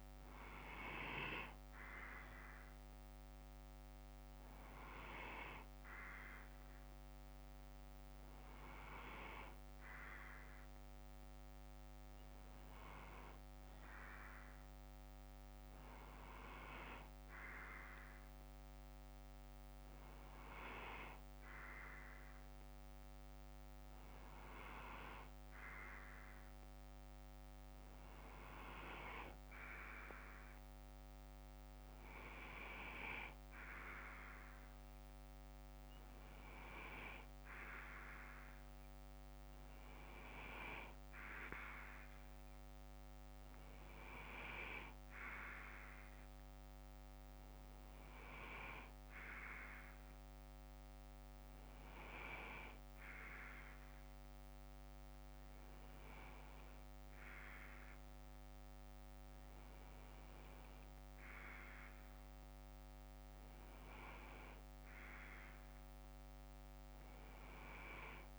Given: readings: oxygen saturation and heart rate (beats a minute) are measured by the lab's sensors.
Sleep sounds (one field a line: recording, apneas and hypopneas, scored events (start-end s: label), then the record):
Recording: breathing in sleep by a microphone on the trachea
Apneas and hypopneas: none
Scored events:
0.00-2.00 s: bradycardia (device-marked, heart rate 61 before, 61 extreme)
3.00-21.00 s: bradycardia (device-marked, heart rate 61 before, 57 extreme)
23.00-27.00 s: bradycardia (device-marked, heart rate 61 before, 58 extreme)
From the record:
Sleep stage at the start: N2 (light sleep)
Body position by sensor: on the left side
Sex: male